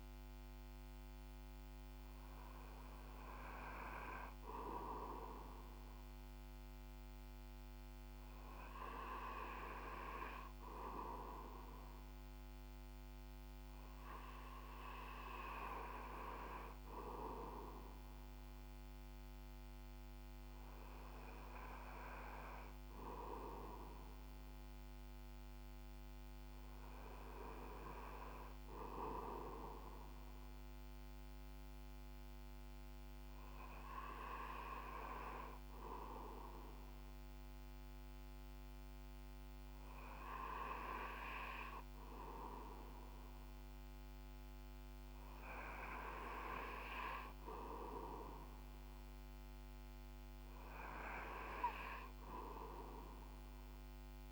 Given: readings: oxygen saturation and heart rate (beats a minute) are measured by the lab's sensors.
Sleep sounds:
breathing in sleep by a microphone on the trachea; none
none scored
From the record:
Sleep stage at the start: REM sleep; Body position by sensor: on the back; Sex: male

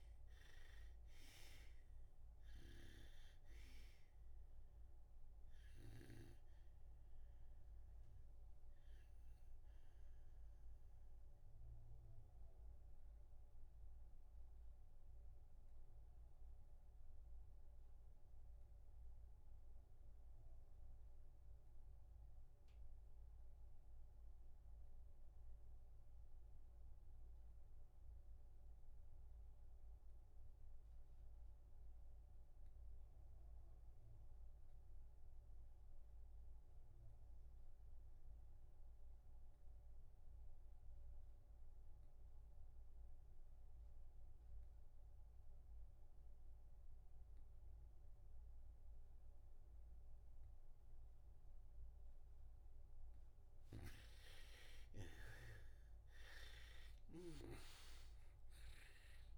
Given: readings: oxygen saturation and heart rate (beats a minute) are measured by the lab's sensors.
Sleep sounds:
breathing in sleep by a room microphone; 1
0.00-1.50 s: arousal
0.00-31.00 s: oxygen desaturation (device-marked, oxygen 80% lowest, heart rate 63 extreme)
9.00-52.00 s: obstructive apnea (oxygen 99% before, 79% lowest, heart rate 66 before, 56 extreme, up 1 after)
51.00-59.37 s: oxygen desaturation (device-marked, oxygen 96% before, 79% lowest, heart rate 64 before, 56 extreme)
53.50-57.50 s: snoring (device-marked)
54.00-59.00 s: arousal
From the record:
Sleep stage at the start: REM sleep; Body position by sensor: on the back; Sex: male

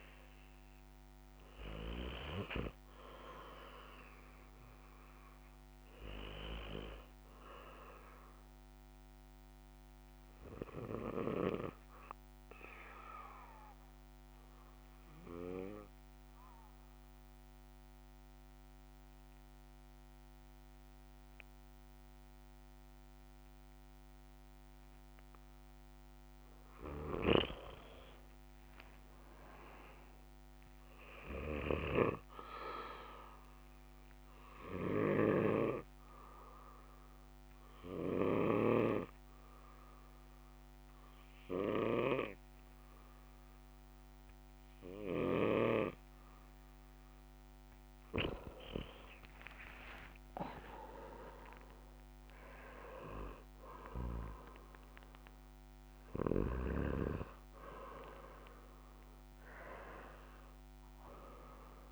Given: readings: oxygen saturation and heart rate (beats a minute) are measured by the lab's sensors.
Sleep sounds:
breathing in sleep by a microphone on the trachea; 2
0.00-5.50 s: oxygen desaturation (device-marked, oxygen 83% lowest, heart rate 62 extreme)
11.00-25.00 s: obstructive apnea (oxygen 95% before, 85% lowest, heart rate 69 before, 63 extreme, up 9 after)
27.00-30.50 s: arousal
34.50-47.50 s: obstructive apnea (oxygen 99% before, 94% lowest, heart rate 66 before, 61 extreme, up 26 after)
34.50-48.50 s: oxygen desaturation (device-marked, oxygen 99% before, 94% lowest, heart rate 66 before, 61 extreme)
50.50-54.50 s: arousal
From the record:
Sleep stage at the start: N2 (light sleep); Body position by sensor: on the back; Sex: male

